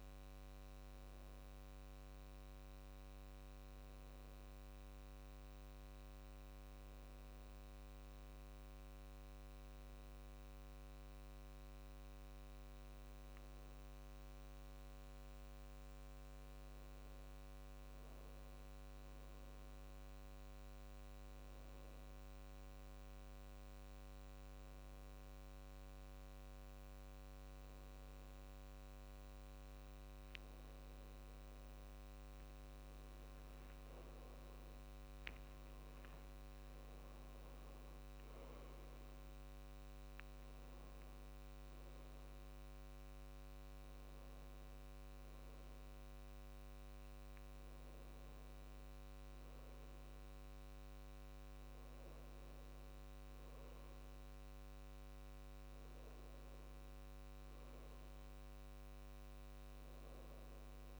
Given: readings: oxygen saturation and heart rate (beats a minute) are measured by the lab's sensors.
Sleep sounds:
breathing in sleep, hard to hear, by a microphone on the trachea; 1
12.50-16.00 s: arousal
20.50-31.00 s: hypopnea (oxygen 98% before, 93% lowest, heart rate 71 before, 72 extreme, up 3 after)
21.50-33.50 s: oxygen desaturation (device-marked, oxygen 96% before, 93% lowest, heart rate 71 before, 72 extreme)
33.50-37.00 s: arousal
From the record:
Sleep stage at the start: N2 (light sleep); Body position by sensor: on the back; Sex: male

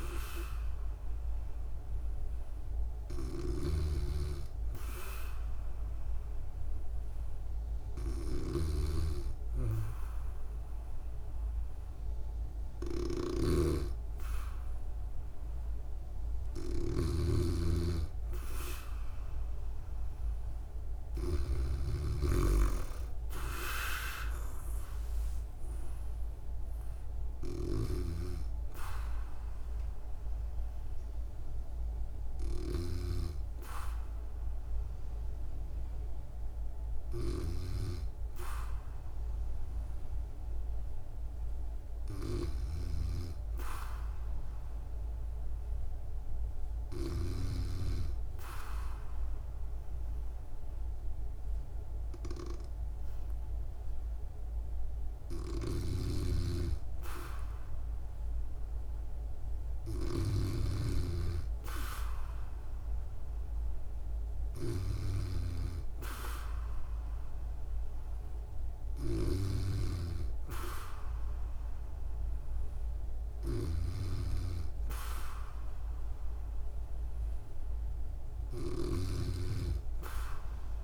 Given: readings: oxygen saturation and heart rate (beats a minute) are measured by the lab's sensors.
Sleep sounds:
breathing in sleep by a room microphone; 2
3.00-21.50 s: snoring (device-marked)
4.00-16.00 s: hypopnea (oxygen 96% before, 93% lowest, heart rate 63 before, 59 extreme, up 17 after)
18.50-22.00 s: arousal
21.50-45.50 s: oxygen desaturation (device-marked, oxygen 96% before, 93% lowest, heart rate 64 before, 59 extreme)
27.50-33.00 s: snoring (device-marked)
44.00-54.50 s: hypopnea (oxygen 96% before, 94% lowest, heart rate 66 before, 62 extreme, up 3 after)
55.50-60.00 s: snoring (device-marked)
56.00-59.00 s: arousal
78.50-80.84 s: snoring (device-marked)
From the record:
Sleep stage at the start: N2 (light sleep); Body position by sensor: on the back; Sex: female

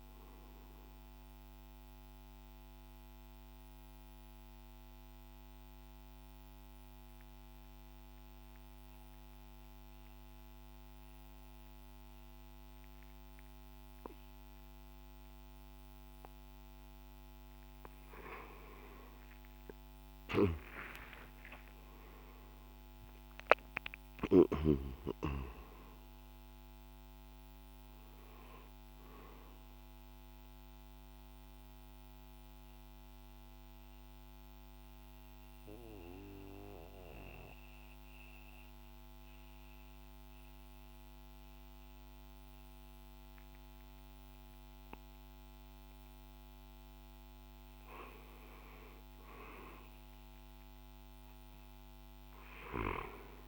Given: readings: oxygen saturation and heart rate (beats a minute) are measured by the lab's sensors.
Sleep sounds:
breathing in sleep by a microphone on the trachea; 2
0.00-6.00 s: drop in pulse transit time (device-marked, heart rate 61 extreme)
0.00-6.00 s: oxygen desaturation (device-marked, oxygen 92% lowest, heart rate 57 extreme)
1.00-16.50 s: obstructive apnea (oxygen 97% before, 90% lowest, heart rate 65 before, 55 extreme, up 8 after)
8.00-20.00 s: oxygen desaturation (device-marked, oxygen 93% before, 90% lowest, heart rate 66 before, 55 extreme)
18.50-23.50 s: arousal
25.00-38.00 s: drop in pulse transit time (device-marked, heart rate 59 before, 55 extreme)
27.00-50.00 s: oxygen desaturation (device-marked, oxygen 97% before, 91% lowest, heart rate 60 before, 55 extreme)
30.50-46.00 s: obstructive apnea (oxygen 97% before, 91% lowest, heart rate 61 before, 55 extreme, up 5 after)
50.00-53.48 s: arousal
From the record:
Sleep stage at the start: N2 (light sleep); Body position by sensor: on the right side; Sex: male

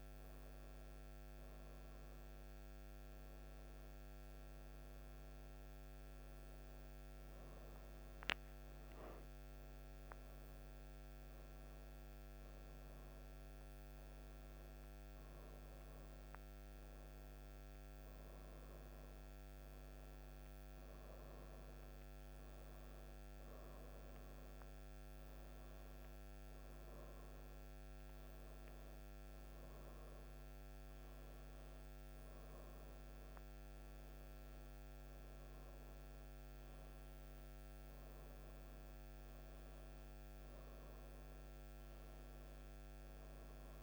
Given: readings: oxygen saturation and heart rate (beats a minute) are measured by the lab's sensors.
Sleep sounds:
breathing in sleep, hard to hear, by a microphone on the trachea; none
none scored
From the record:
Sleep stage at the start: N1 (lightest sleep); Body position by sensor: on the right side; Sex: female

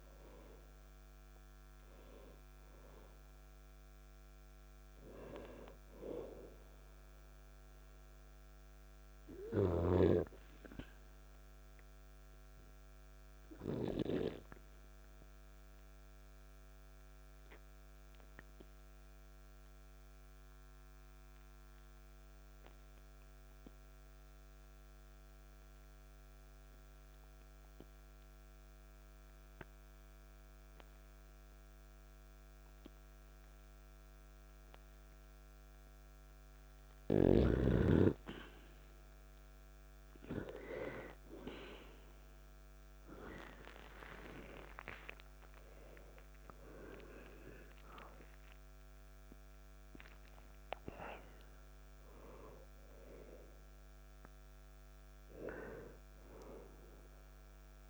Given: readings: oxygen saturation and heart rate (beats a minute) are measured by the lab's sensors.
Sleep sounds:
breathing in sleep by a microphone on the trachea; 1
0.00-4.50 s: oxygen desaturation (device-marked, oxygen 93% lowest, heart rate 54 extreme)
16.00-36.00 s: obstructive apnea (oxygen 98% before, 90% lowest, heart rate 57 before, 49 extreme, up 2 after)
18.50-31.50 s: oxygen desaturation (device-marked, oxygen 95% before, 90% lowest, heart rate 57 before, 49 extreme)
41.00-44.50 s: arousal
From the record:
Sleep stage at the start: N2 (light sleep); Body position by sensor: on the back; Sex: male

